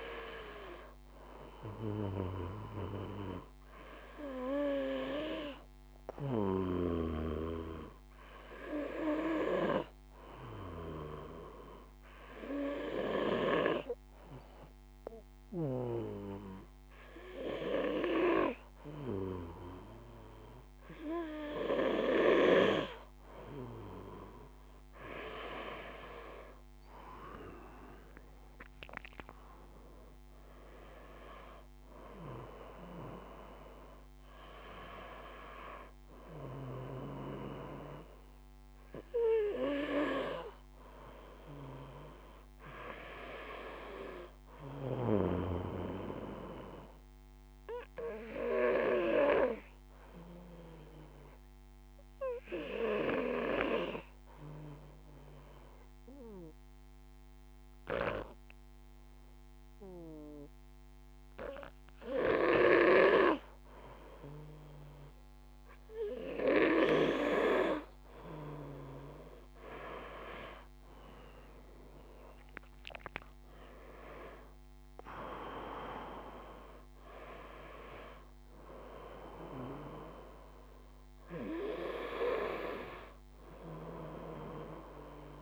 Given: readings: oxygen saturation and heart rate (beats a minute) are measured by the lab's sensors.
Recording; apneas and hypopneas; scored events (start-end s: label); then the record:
breathing in sleep by a microphone on the trachea; 2
12.50-23.00 s: hypopnea (oxygen 97% before, 95% lowest, heart rate 54 before, 52 extreme, up 5 after)
25.00-29.00 s: arousal
46.50-62.50 s: obstructive apnea (oxygen 96% before, 93% lowest, heart rate 56 before, 52 extreme, up 0 after)
68.50-73.00 s: arousal
From the record:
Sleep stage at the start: N2 (light sleep); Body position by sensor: on the back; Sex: male